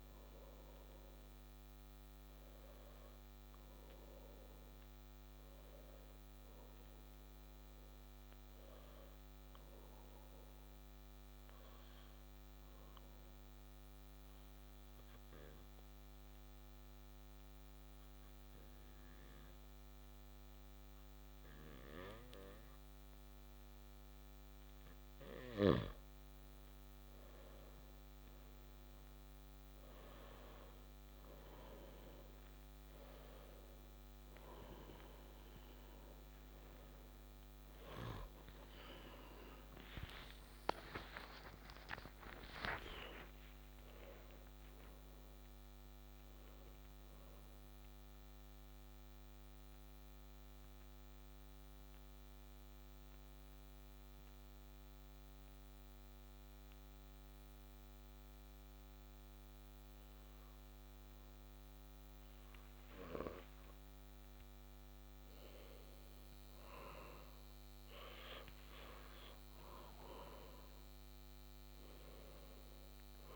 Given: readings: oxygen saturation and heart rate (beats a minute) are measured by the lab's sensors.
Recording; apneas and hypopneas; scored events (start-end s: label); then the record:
breathing in sleep by a microphone on the trachea; 2
10.50-25.00 s: obstructive apnea (oxygen 95% before, 95% lowest)
39.00-45.00 s: arousal
47.00-64.00 s: mixed apnea (oxygen 98% before, 91% lowest)
65.50-69.50 s: arousal
From the record:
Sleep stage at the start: N2 (light sleep); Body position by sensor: on the back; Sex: male